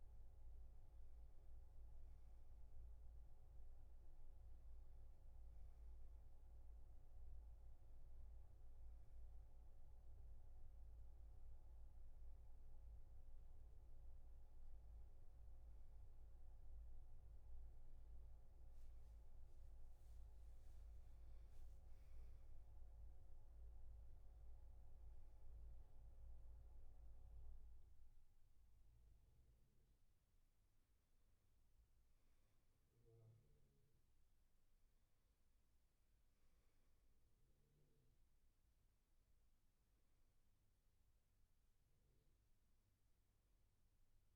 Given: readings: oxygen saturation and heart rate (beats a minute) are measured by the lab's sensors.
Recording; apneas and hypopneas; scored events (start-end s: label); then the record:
breathing in sleep, hard to hear, by a room microphone; none
none scored
From the record:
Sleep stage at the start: N1 (lightest sleep); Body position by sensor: on the back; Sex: male